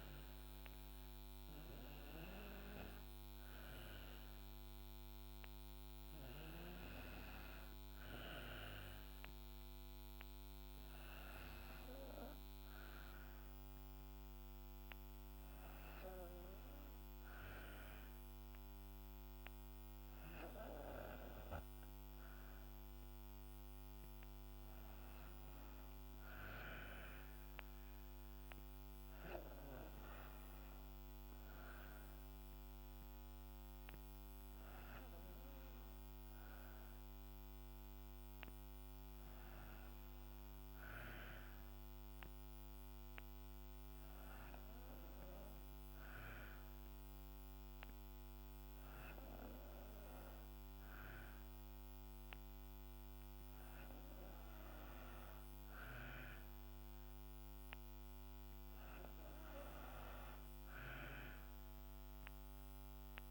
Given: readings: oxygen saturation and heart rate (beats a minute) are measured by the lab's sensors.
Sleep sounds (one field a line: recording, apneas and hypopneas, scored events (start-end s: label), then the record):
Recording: breathing in sleep by a microphone on the trachea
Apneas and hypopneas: none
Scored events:
none scored
From the record:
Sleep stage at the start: N2 (light sleep)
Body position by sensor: on the back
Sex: female